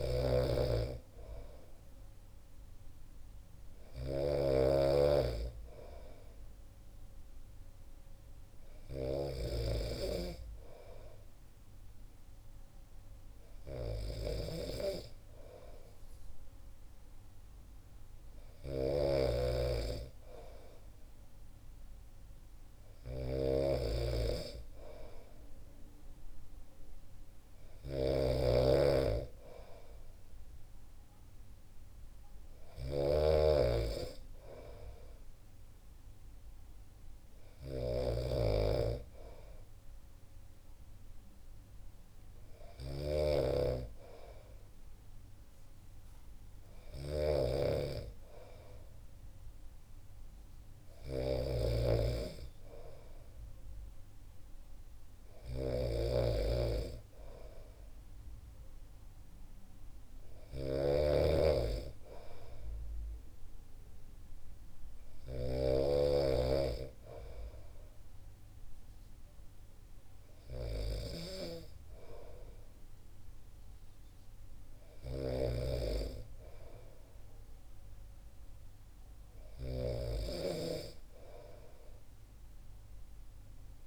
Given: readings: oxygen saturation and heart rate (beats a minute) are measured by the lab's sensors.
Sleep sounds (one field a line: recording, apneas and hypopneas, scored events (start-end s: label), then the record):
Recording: breathing in sleep by a room microphone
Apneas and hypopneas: none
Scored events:
0.00-83.87 s: snoring (device-marked)
From the record:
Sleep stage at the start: N2 (light sleep)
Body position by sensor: on the back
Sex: male